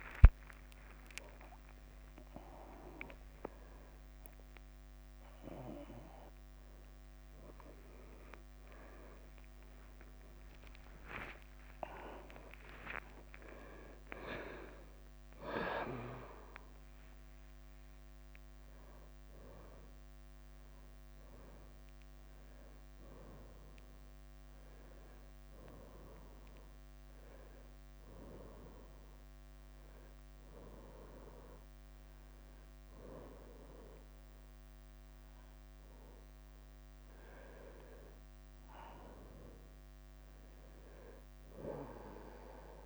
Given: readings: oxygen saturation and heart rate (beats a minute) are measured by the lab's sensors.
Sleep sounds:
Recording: a person awake in a sleep study, by a microphone on the trachea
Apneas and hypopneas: 1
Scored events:
4.00-6.00 s: long interval between heartbeats (device-marked, heart rate 52 before, 72 extreme)
6.50-8.50 s: long interval between heartbeats (device-marked, heart rate 55 before, 83 extreme)
8.00-10.00 s: tachycardia (device-marked, heart rate 51 before, 95 extreme)
8.50-10.50 s: long interval between heartbeats (device-marked, heart rate 58 before, 91 extreme)
10.50-12.50 s: long interval between heartbeats (device-marked, heart rate 63 before, 97 extreme)
28.00-38.50 s: hypopnea (oxygen 95% before, 94% lowest, heart rate 81 before, 57 extreme, up 10 after)
30.00-42.86 s: new sleep stage, N1 (lightest sleep)
41.00-42.86 s: bradycardia (device-marked, heart rate 52 before, 62 extreme)
From the record:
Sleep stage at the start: awake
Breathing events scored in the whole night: 259 in 4.3 hours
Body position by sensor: on the back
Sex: male

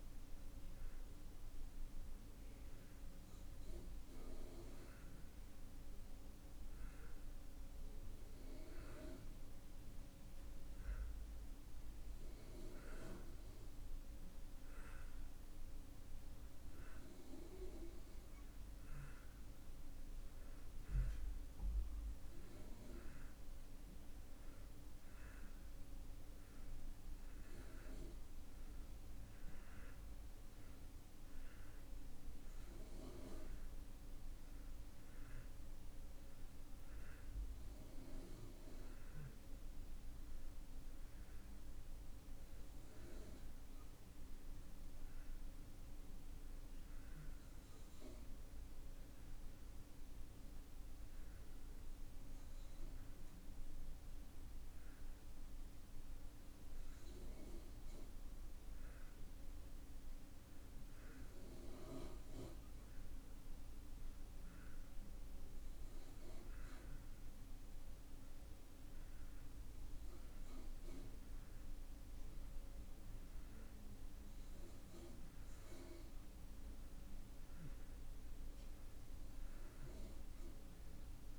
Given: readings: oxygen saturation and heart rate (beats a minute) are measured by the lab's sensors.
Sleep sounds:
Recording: breathing in sleep by a room microphone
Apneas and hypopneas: 2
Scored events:
6.00-16.50 s: hypopnea (oxygen 92% before, 89% lowest)
18.00-23.00 s: arousal
28.00-48.00 s: oxygen desaturation (device-marked, oxygen 92% before, 89% lowest)
52.00-64.50 s: hypopnea (oxygen 92% before, 89% lowest)
66.50-71.50 s: arousal
77.00-81.39 s: oxygen desaturation (device-marked, oxygen 93% before, 89% lowest)
From the record:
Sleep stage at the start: N2 (light sleep)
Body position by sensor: on the back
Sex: male

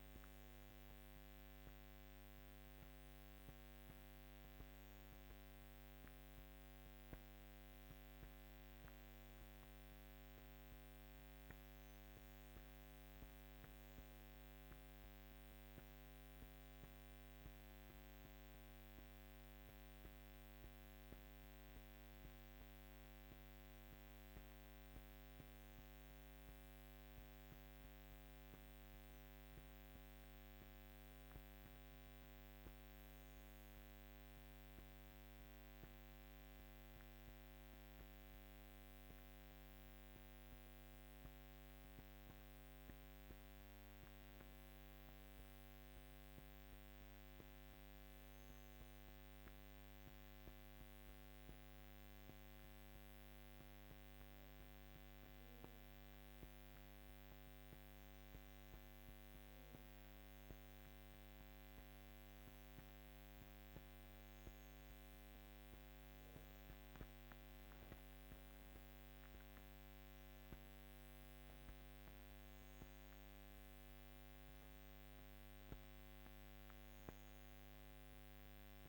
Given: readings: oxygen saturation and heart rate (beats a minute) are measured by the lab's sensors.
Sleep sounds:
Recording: breathing in sleep, hard to hear, by a microphone on the trachea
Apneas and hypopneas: 1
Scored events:
14.00-42.00 s: obstructive apnea (oxygen 97% before, 94% lowest, heart rate 54 before, 56 extreme, up 3 after)
45.50-50.50 s: arousal
From the record:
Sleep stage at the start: REM sleep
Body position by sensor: on the back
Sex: female

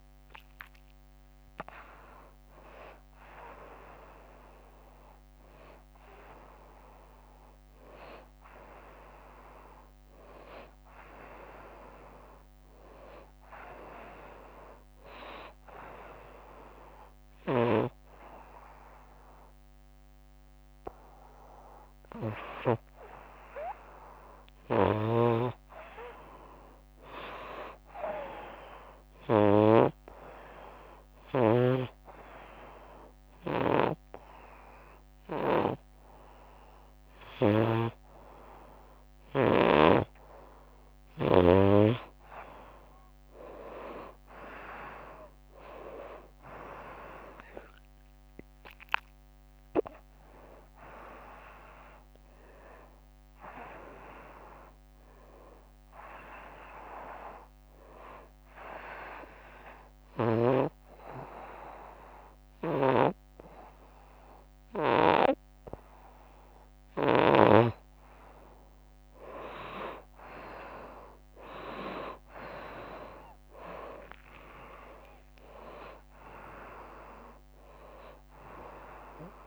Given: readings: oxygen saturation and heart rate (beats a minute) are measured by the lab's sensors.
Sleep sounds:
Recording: breathing in sleep by a microphone on the trachea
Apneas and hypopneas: 3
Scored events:
0.00-10.50 s: oxygen desaturation (device-marked, oxygen 87% lowest, heart rate 80 extreme)
13.00-23.50 s: hypopnea (oxygen 94% before, 88% lowest, heart rate 91 before, 80 extreme)
24.00-27.00 s: arousal
25.00-41.50 s: snoring (device-marked)
30.00-40.50 s: obstructive apnea (oxygen 98% before, 88% lowest, heart rate 88 before, 82 extreme, up 3 after)
33.50-41.50 s: oxygen desaturation (device-marked, oxygen 98% before, 91% lowest, heart rate 86 before, 82 extreme)
44.50-49.00 s: arousal
47.50-62.50 s: oxygen desaturation (device-marked, oxygen 93% before, 90% lowest, heart rate 85 before, 77 extreme)
57.00-69.00 s: obstructive apnea (oxygen 97% before, 87% lowest, heart rate 91 before, 75 extreme, up 16 after)
62.50-67.50 s: snoring (device-marked)
72.00-76.00 s: arousal
From the record:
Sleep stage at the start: N2 (light sleep)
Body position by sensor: on the front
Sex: female

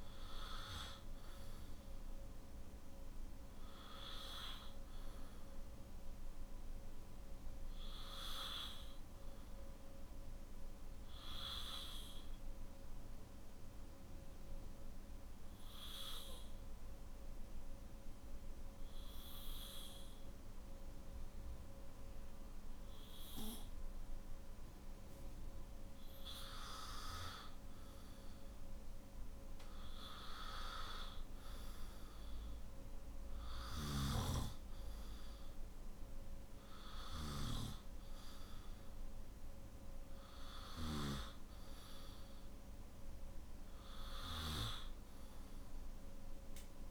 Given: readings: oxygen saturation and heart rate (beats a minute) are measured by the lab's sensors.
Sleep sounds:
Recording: breathing in sleep by a room microphone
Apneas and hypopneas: 1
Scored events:
0.00-7.00 s: oxygen desaturation (device-marked, oxygen 93% lowest, heart rate 53 extreme)
8.00-24.50 s: obstructive apnea (oxygen 97% before, 94% lowest, heart rate 57 before, 52 extreme, up 2 after)
31.00-43.00 s: oxygen desaturation (device-marked, oxygen 98% before, 94% lowest, heart rate 56 before, 50 extreme)
From the record:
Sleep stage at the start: N1 (lightest sleep)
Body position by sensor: on the back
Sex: male

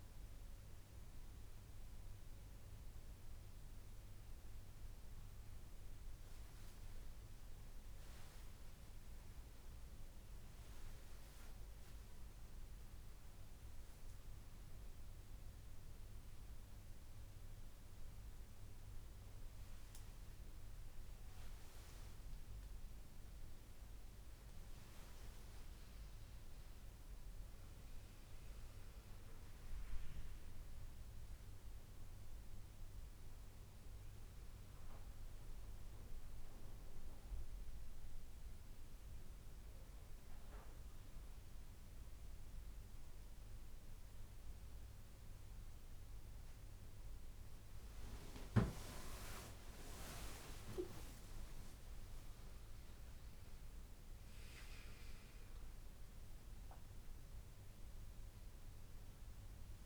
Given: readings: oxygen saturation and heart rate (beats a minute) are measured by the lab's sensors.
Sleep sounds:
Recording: a person awake in a sleep study, by a room microphone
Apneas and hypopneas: 1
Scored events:
36.00-49.00 s: mixed apnea (oxygen 99% before, 96% lowest, heart rate 81 before, 70 extreme, up 26 after)
From the record:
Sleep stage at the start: awake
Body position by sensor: on the back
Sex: female

